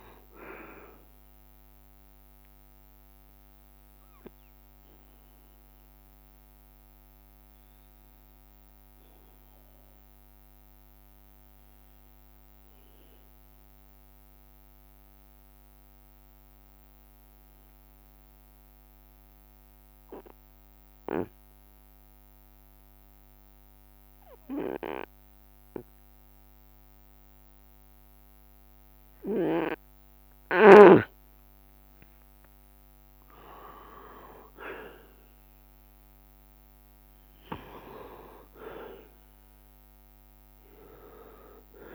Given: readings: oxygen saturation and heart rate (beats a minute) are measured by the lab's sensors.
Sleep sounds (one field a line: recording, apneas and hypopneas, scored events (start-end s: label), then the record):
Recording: breathing in sleep by a microphone on the trachea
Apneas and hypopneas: 1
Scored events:
0.00-1.00 s: drop in pulse transit time (device-marked, heart rate 67 extreme)
0.00-18.00 s: oxygen desaturation (device-marked, oxygen 93% lowest, heart rate 64 extreme)
4.50-30.00 s: obstructive apnea (oxygen 97% before, 91% lowest, heart rate 68 before, 62 extreme, up 6 after)
32.00-36.00 s: arousal
34.00-41.95 s: drop in pulse transit time (device-marked, heart rate 66 before, 65 extreme)
37.00-41.95 s: oxygen desaturation (device-marked, oxygen 97% before, 91% lowest, heart rate 66 before, 62 extreme)
38.00-39.00 s: leg movement (device-marked)
From the record:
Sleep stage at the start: N2 (light sleep)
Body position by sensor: on the right side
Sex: male